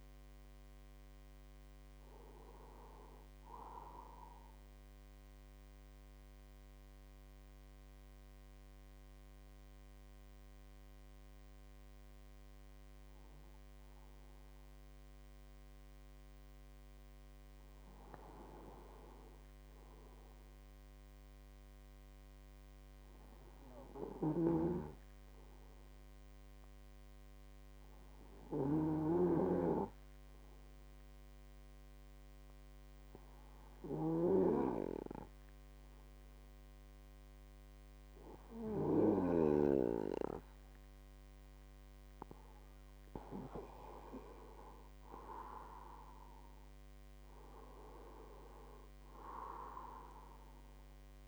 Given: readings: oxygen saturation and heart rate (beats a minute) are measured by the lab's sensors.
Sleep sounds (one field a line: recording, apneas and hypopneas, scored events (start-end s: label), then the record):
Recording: breathing in sleep by a microphone on the trachea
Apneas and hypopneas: 1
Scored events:
22.50-41.00 s: hypopnea (oxygen 100% before, 95% lowest, heart rate 50 before, 49 extreme, up 11 after)
42.00-45.00 s: arousal
From the record:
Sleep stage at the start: N2 (light sleep)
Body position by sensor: on the right side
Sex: male